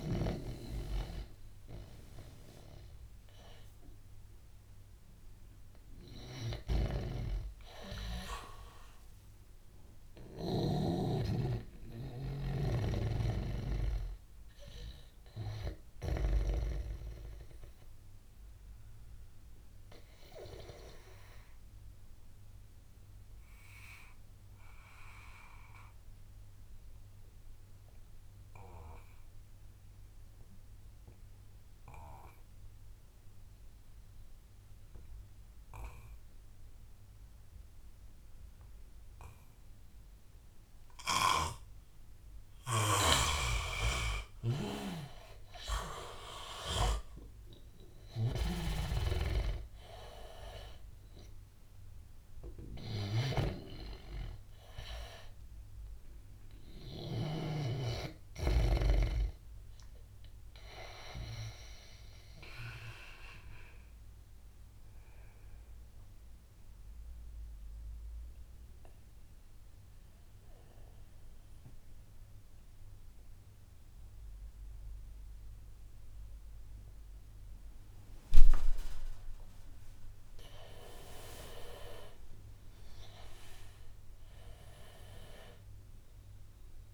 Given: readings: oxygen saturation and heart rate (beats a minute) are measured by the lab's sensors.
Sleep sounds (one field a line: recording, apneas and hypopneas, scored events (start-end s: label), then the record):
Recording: breathing in sleep by a room microphone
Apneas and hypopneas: 2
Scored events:
0.00-6.00 s: oxygen desaturation (device-marked, oxygen 88% lowest, heart rate 80 extreme)
6.00-10.50 s: snoring (device-marked)
9.00-13.00 s: arousal
12.50-16.00 s: snoring (device-marked)
17.50-41.50 s: obstructive apnea (oxygen 99% before, 86% lowest, heart rate 92 before, 77 extreme, up 11 after)
31.00-76.00 s: oxygen desaturation (device-marked, oxygen 98% before, 86% lowest, heart rate 87 before, 74 extreme)
44.00-48.00 s: arousal
48.00-57.00 s: snoring (device-marked)
60.00-79.50 s: obstructive apnea (oxygen 97% before, 86% lowest, heart rate 86 before, 74 extreme, up 12 after)
81.00-84.50 s: arousal
From the record:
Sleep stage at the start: N2 (light sleep)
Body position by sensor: on the back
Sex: male